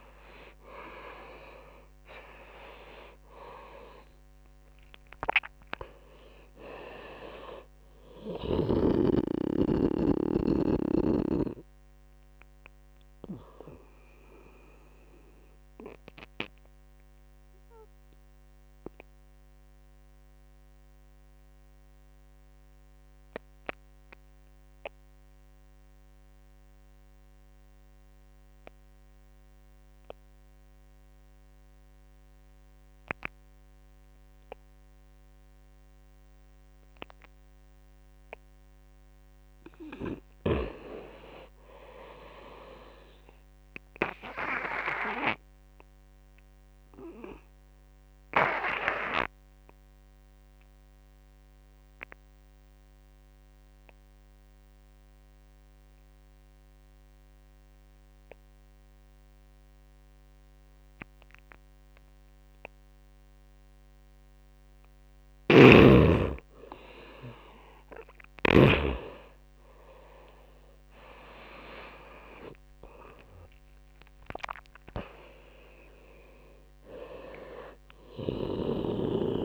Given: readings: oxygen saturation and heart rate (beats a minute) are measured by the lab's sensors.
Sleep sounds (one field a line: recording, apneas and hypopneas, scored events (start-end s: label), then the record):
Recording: breathing in sleep by a microphone on the trachea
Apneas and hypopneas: 2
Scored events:
0.00-4.50 s: arousal
0.00-19.00 s: oxygen desaturation (device-marked, oxygen 87% lowest)
6.00 s: drop in pulse transit time (device-marked)
15.50-37.50 s: obstructive apnea (oxygen 96% before, 87% lowest)
40.00-43.00 s: arousal
45.00-59.00 s: oxygen desaturation (device-marked, oxygen 95% before, 92% lowest)
46.50-62.50 s: obstructive apnea (oxygen 98% before, 87% lowest)
61.00-79.45 s: oxygen desaturation (device-marked, oxygen 96% before, 87% lowest)
64.50-68.00 s: snoring (device-marked)
67.50-72.00 s: arousal
From the record:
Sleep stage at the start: N2 (light sleep)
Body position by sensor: on the right side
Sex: male